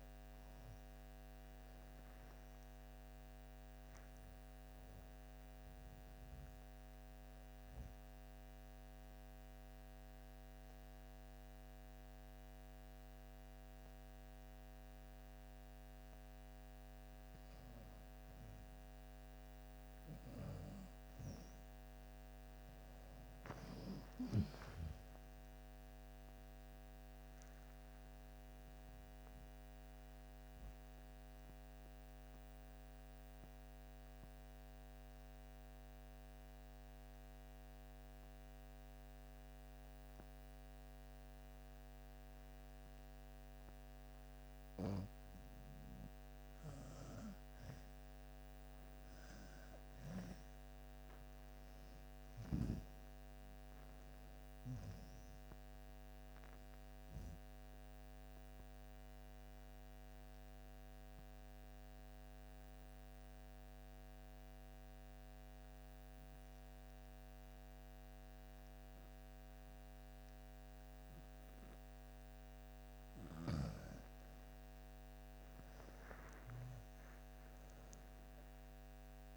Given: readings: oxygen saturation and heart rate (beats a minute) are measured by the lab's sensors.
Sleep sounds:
breathing in sleep, hard to hear, by a microphone on the trachea; 3
0.00-11.00 s: oxygen desaturation (device-marked, oxygen 90% lowest)
6.00-17.00 s: mixed apnea (oxygen 96% before, 89% lowest)
22.50-26.50 s: arousal
23.00-44.00 s: oxygen desaturation (device-marked, oxygen 96% before, 91% lowest)
30.50-44.00 s: obstructive apnea (oxygen 96% before, 88% lowest)
46.00-50.50 s: arousal
46.00-65.00 s: oxygen desaturation (device-marked, oxygen 98% before, 89% lowest)
56.50-71.50 s: obstructive apnea (oxygen 98% before, 88% lowest)
76.50-79.37 s: arousal
From the record:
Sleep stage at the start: N2 (light sleep); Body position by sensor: on the back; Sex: female

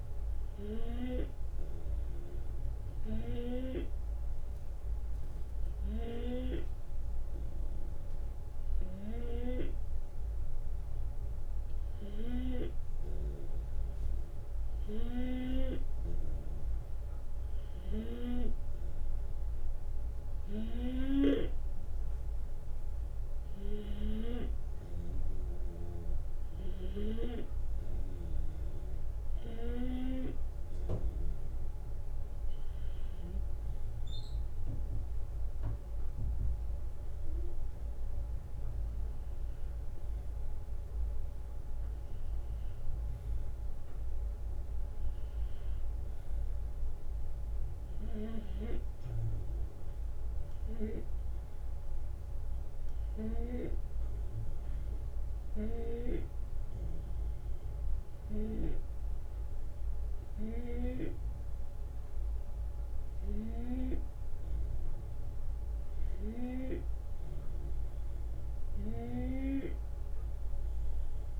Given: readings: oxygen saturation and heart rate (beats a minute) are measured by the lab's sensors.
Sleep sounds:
breathing in sleep by a room microphone; 1
1.50-11.50 s: obstructive apnea (oxygen 94% before, 91% lowest)
15.00-18.50 s: arousal
From the record:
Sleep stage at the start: N2 (light sleep); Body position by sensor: on the left side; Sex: male

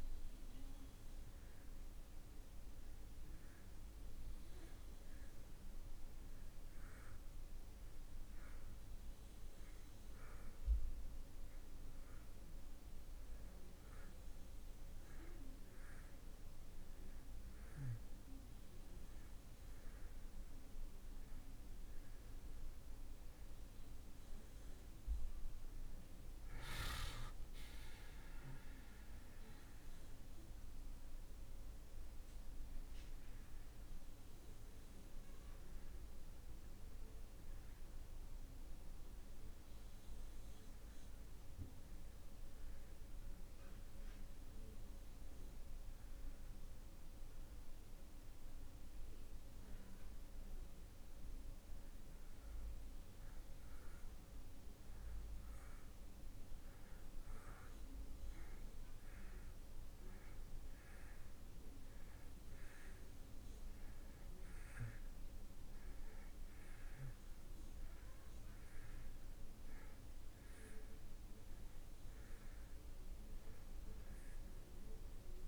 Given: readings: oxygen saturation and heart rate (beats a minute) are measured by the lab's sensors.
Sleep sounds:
breathing in sleep, hard to hear, by a room microphone; 1
32.00-36.00 s: arousal
39.00-55.50 s: obstructive apnea (oxygen 91% before, 87% lowest)
57.50-60.50 s: arousal
68.50-75.48 s: oxygen desaturation (device-marked, oxygen 96% before, 87% lowest)
From the record:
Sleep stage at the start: N2 (light sleep); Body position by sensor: on the back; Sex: male

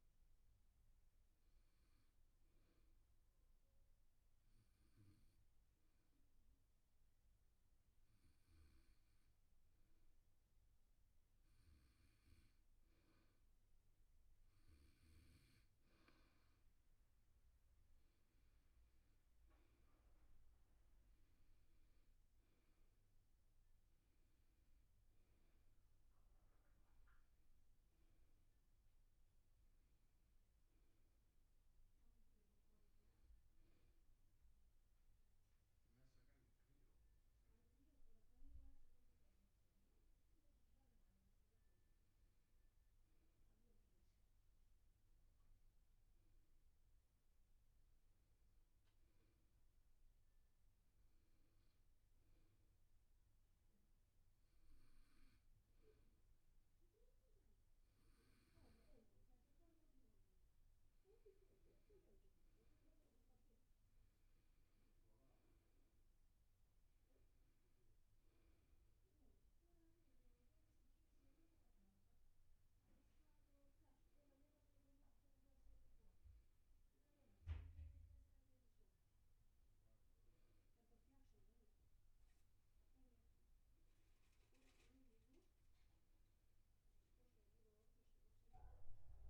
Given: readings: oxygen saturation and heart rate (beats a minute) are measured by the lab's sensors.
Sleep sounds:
breathing in sleep, hard to hear, by a room microphone; 3
2.00-14.00 s: hypopnea (oxygen 97% before, 92% lowest, heart rate 104 before, 49 extreme, up 46 after)
18.00-22.00 s: arousal
31.50-41.50 s: hypopnea (oxygen 97% before, 92% lowest, heart rate 72 before, 43 extreme, up 3 after)
45.00-48.00 s: arousal
51.50-62.00 s: hypopnea (oxygen 98% before, 92% lowest)
61.50-87.50 s: oxygen desaturation (device-marked, oxygen 97% before, 92% lowest)
65.00-68.00 s: arousal
From the record:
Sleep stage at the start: N2 (light sleep); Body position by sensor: on the back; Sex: male

